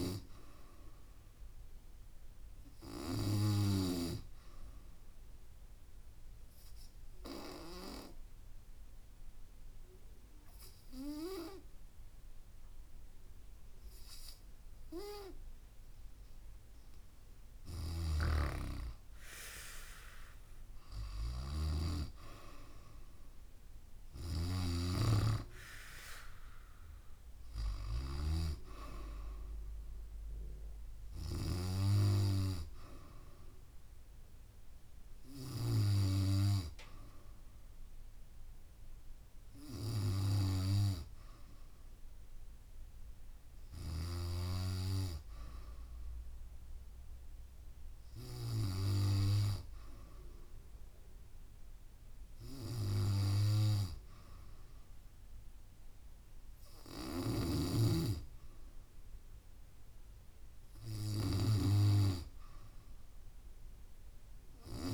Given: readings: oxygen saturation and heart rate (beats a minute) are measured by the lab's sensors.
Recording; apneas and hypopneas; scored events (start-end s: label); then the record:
breathing in sleep by a room microphone; 1
5.50-17.00 s: obstructive apnea (oxygen 96% before, 92% lowest, heart rate 72 before, 68 extreme, up 6 after)
14.50-64.93 s: new sleep stage, N2 (light sleep)
18.00-28.50 s: snoring (device-marked)
19.50-22.50 s: arousal
23.50-39.50 s: oxygen desaturation (device-marked, oxygen 95% before, 92% lowest, heart rate 71 before, 67 extreme)
From the record:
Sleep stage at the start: N3 (deep sleep); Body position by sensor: on the back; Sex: female